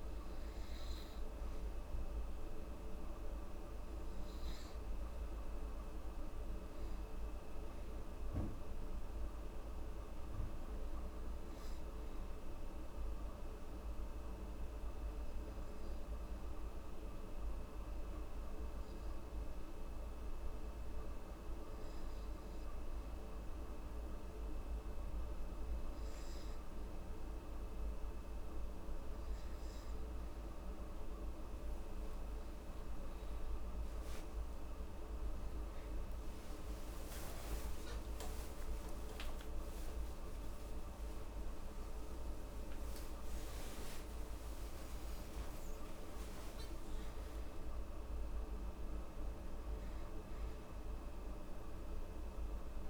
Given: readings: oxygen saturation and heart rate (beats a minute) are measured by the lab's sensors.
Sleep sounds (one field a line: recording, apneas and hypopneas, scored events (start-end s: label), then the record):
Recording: a person partly awake in a sleep study, hard to hear, by a room microphone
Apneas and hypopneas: 1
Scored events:
12.50-28.00 s: hypopnea (oxygen 98% before, 95% lowest, heart rate 72 before, 67 extreme, up 10 after)
31.50-52.90 s: new sleep stage, awake
From the record:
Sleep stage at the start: N2 (light sleep)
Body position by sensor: on the back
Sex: female